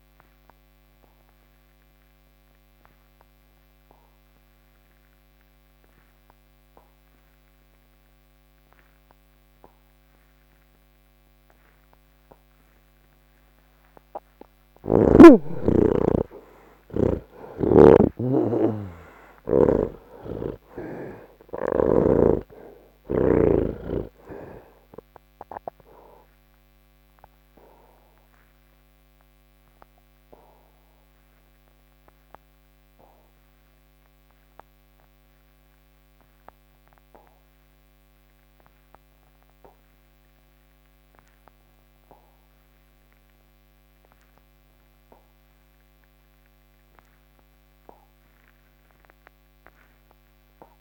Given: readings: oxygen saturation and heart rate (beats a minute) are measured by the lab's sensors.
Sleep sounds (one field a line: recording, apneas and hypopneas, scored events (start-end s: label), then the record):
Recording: breathing in sleep by a microphone on the trachea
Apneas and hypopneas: none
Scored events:
0.00-3.50 s: oxygen desaturation (device-marked, oxygen 78% lowest)
8.50-45.50 s: oxygen desaturation (device-marked, oxygen 98% before, 78% lowest, heart rate 58 before, 38 extreme)
17.00-22.00 s: snoring (device-marked)
47.50-50.81 s: oxygen desaturation (device-marked, oxygen 98% before, 85% lowest, heart rate 143 before, 104 extreme)
From the record:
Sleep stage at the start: N1 (lightest sleep)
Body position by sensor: on the back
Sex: male